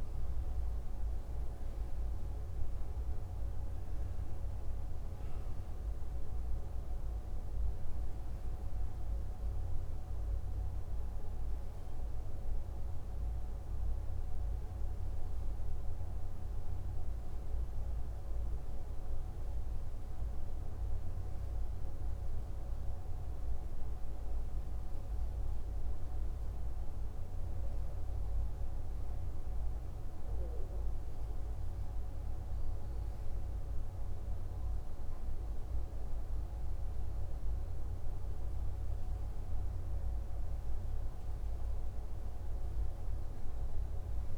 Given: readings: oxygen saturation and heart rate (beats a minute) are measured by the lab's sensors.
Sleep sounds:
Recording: breathing in sleep, hard to hear, by a room microphone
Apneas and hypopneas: none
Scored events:
none scored
From the record:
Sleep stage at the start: REM sleep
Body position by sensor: on the back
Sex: male

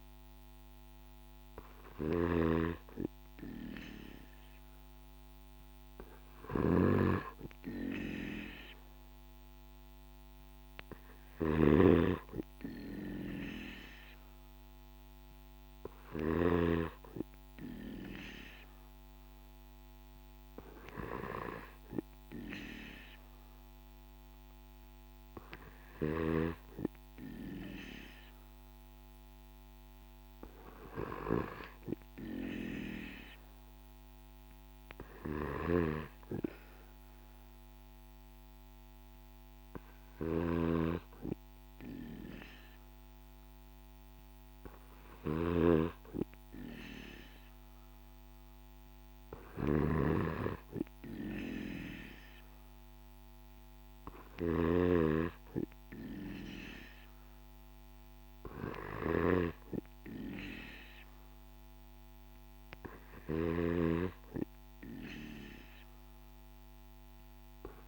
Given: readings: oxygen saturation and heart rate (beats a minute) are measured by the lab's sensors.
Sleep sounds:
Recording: breathing in sleep by a microphone on the trachea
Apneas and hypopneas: none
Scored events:
0.50-67.88 s: new sleep stage, N3 (deep sleep)
1.50-16.00 s: snoring (device-marked)
39.50-54.00 s: snoring (device-marked)
From the record:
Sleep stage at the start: N2 (light sleep)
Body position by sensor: on the right side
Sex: male

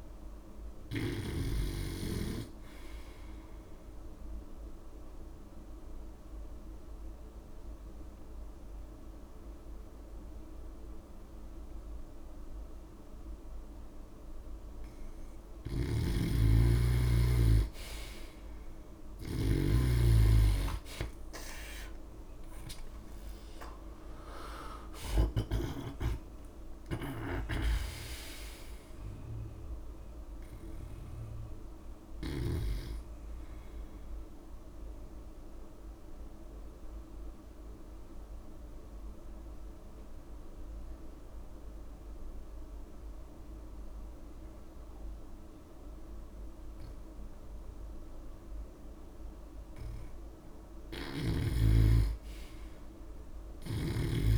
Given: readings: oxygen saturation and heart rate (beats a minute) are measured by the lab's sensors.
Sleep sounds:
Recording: breathing in sleep by a room microphone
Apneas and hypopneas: 2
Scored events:
0.00-10.50 s: oxygen desaturation (device-marked, oxygen 90% lowest)
4.50-15.50 s: obstructive apnea (oxygen 96% before, 87% lowest)
15.50-20.00 s: snoring (device-marked)
20.50-22.50 s: long interval between heartbeats (device-marked)
21.50-26.00 s: arousal
22.50-24.50 s: long interval between heartbeats (device-marked)
23.50-46.50 s: oxygen desaturation (device-marked, oxygen 95% before, 87% lowest)
35.00-50.00 s: obstructive apnea (oxygen 95% before, 87% lowest)
52.50-54.38 s: arousal
From the record:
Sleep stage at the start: N2 (light sleep)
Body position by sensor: on the back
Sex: male

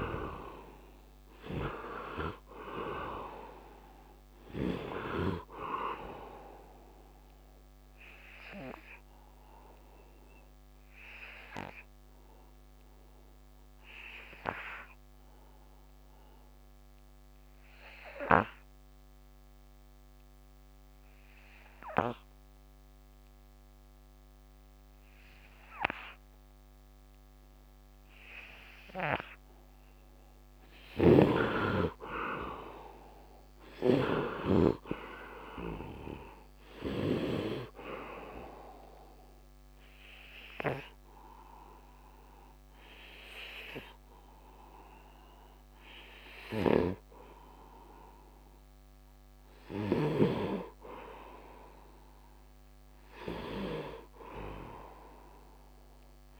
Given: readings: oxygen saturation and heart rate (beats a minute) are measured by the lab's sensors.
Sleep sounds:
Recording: breathing in sleep by a microphone on the trachea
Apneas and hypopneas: 1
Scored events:
0.00-21.00 s: oxygen desaturation (device-marked, oxygen 76% lowest, heart rate 71 extreme)
5.50-29.00 s: obstructive apnea (oxygen 100% before, 76% lowest, heart rate 82 before, 71 extreme, up 9 after)
23.00-53.00 s: oxygen desaturation (device-marked, oxygen 100% before, 77% lowest, heart rate 77 before, 73 extreme)
30.50-37.00 s: snoring (device-marked)
32.00-36.00 s: arousal
46.00-50.00 s: snoring (device-marked)
From the record:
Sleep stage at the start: N2 (light sleep)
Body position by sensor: on the right side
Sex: male

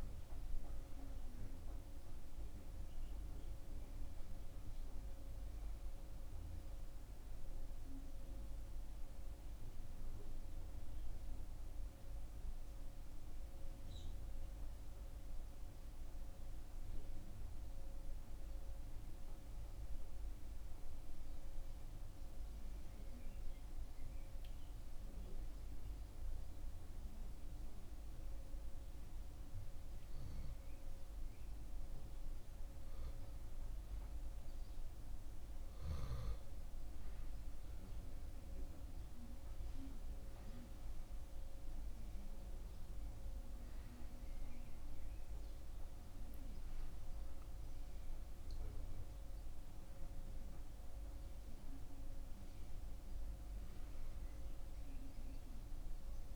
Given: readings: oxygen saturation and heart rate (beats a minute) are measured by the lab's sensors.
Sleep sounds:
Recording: breathing in sleep, hard to hear, by a room microphone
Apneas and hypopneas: 1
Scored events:
0.00-2.50 s: oxygen desaturation (device-marked, oxygen 92% lowest, heart rate 59 extreme)
10.00-14.00 s: arousal
12.50-22.50 s: oxygen desaturation (device-marked, oxygen 93% before, 89% lowest, heart rate 85 before, 59 extreme)
19.50-32.00 s: obstructive apnea (oxygen 95% before, 91% lowest, heart rate 83 before, 59 extreme, up 15 after)
35.00-39.50 s: arousal
38.50-56.36 s: oxygen desaturation (device-marked, oxygen 98% before, 92% lowest, heart rate 69 before, 64 extreme)
From the record:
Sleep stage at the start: N2 (light sleep)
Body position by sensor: on the back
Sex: male

